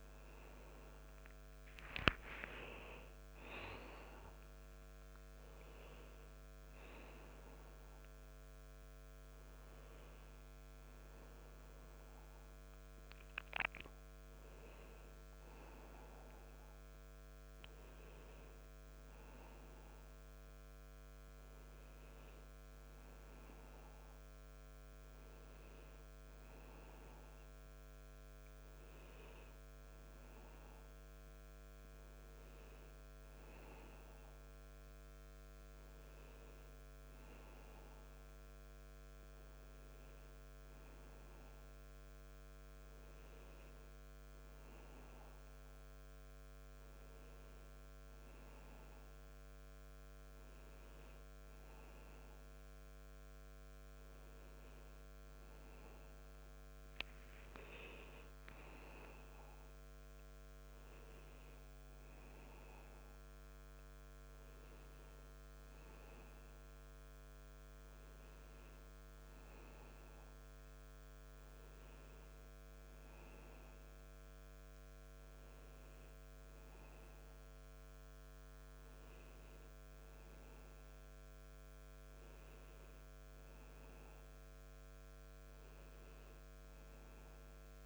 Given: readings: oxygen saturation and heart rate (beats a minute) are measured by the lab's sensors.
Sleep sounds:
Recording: a person awake in a sleep study, hard to hear, by a microphone on the trachea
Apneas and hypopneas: none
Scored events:
none scored
From the record:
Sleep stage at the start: awake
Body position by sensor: on the back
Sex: male

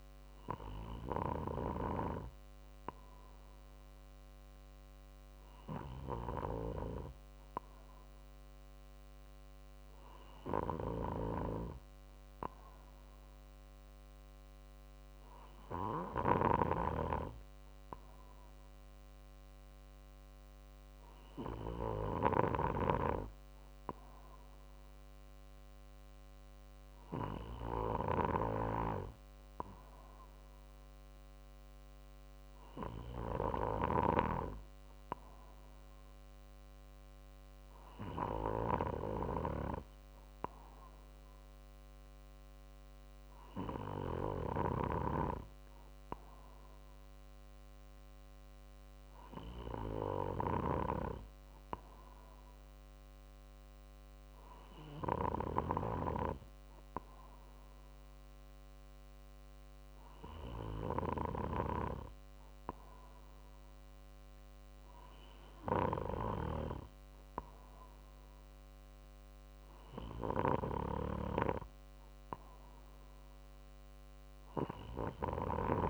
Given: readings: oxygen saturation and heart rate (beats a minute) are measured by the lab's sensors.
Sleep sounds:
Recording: breathing in sleep by a microphone on the trachea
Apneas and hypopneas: none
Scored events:
none scored
From the record:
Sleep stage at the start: N2 (light sleep)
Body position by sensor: on the right side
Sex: male

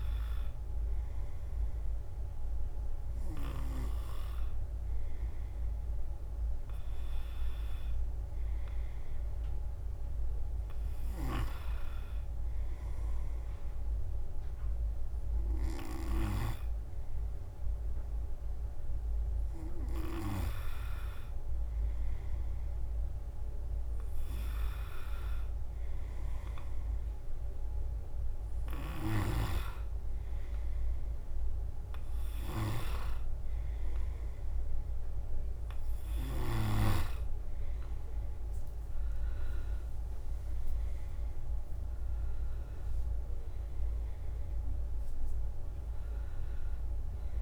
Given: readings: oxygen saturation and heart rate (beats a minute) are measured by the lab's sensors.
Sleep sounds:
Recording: breathing in sleep by a room microphone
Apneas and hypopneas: none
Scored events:
24.00-33.00 s: drop in pulse transit time (device-marked, heart rate 67 before, 68 extreme)
40.50-42.50 s: leg movement (device-marked)
42.50-46.50 s: arousal
From the record:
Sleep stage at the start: N2 (light sleep)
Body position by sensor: on the right side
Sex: male

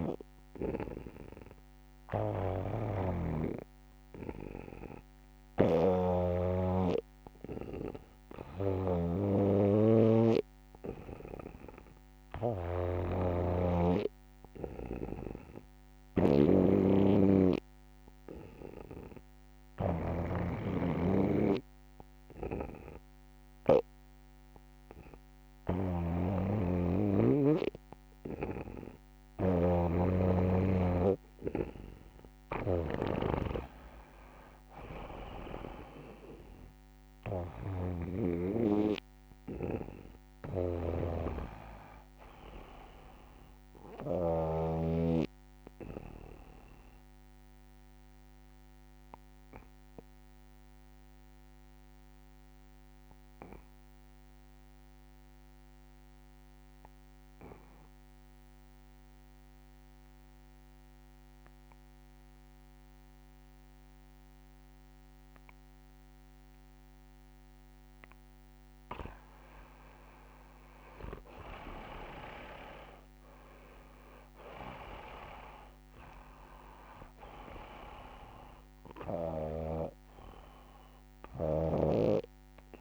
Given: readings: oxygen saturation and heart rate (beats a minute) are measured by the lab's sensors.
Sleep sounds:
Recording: breathing in sleep by a microphone on the trachea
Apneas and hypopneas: 2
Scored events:
0.00-9.50 s: oxygen desaturation (device-marked, oxygen 87% lowest, heart rate 71 extreme)
0.00-44.50 s: snoring (device-marked)
0.50-31.00 s: obstructive apnea (oxygen 99% before, 85% lowest, heart rate 72 before, 64 extreme, up 0 after)
20.50-56.50 s: oxygen desaturation (device-marked, oxygen 96% before, 89% lowest, heart rate 74 before, 64 extreme)
21.50-82.81 s: new sleep stage, N2 (light sleep)
33.50-35.50 s: long interval between heartbeats (device-marked, heart rate 72 before, 64 extreme)
34.00-38.50 s: arousal
48.50-68.00 s: obstructive apnea (oxygen 94% before, 85% lowest, heart rate 70 before, 65 extreme, up 8 after)
66.50-82.81 s: oxygen desaturation (device-marked, oxygen 98% before, 85% lowest, heart rate 68 before, 66 extreme)
70.50-72.50 s: long interval between heartbeats (device-marked, heart rate 68 before, 70 extreme)
70.50-74.00 s: arousal
From the record:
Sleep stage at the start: REM sleep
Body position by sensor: on the back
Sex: male

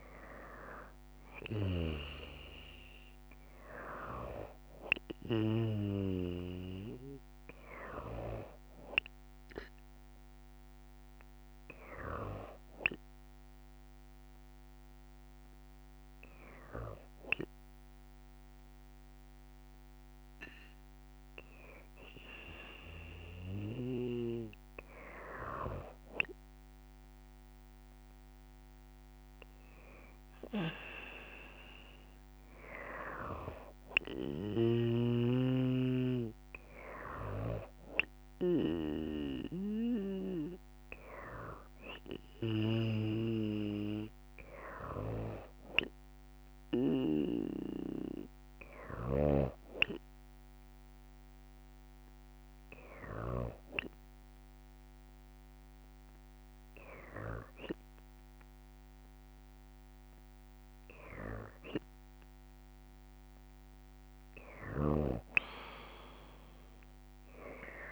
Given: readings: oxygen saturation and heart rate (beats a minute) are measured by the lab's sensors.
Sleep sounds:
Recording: breathing in sleep by a microphone on the trachea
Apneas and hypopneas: 2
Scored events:
9.50-22.00 s: hypopnea (oxygen 96% before, 94% lowest, heart rate 59 before, 55 extreme, up 2 after)
24.00-27.50 s: arousal
49.50-60.50 s: hypopnea (oxygen 97% before, 93% lowest, heart rate 56 before, 56 extreme, up 3 after)
From the record:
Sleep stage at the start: N2 (light sleep)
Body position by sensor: on the left side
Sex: female

